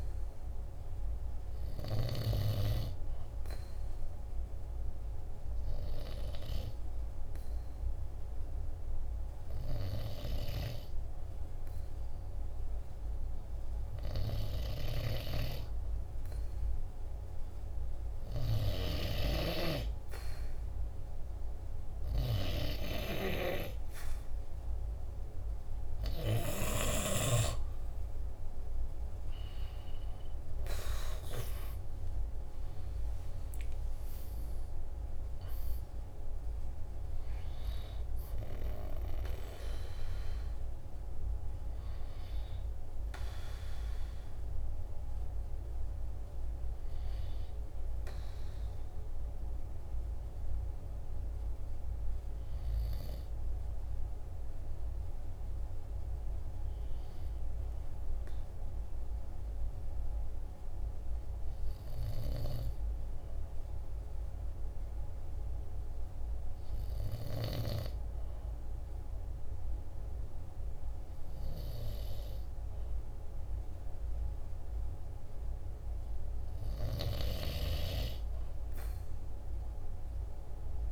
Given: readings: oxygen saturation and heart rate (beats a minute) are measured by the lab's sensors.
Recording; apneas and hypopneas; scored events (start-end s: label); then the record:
breathing in sleep by a room microphone; 2
3.50-18.00 s: obstructive apnea (oxygen 98% before, 94% lowest, heart rate 47 before, 46 extreme, up 1 after)
20.50-25.00 s: arousal
57.50-75.00 s: hypopnea (oxygen 95% before, 94% lowest, heart rate 47 before, 46 extreme, up 0 after)
78.50-80.92 s: arousal
From the record:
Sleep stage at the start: N2 (light sleep); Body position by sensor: on the back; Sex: male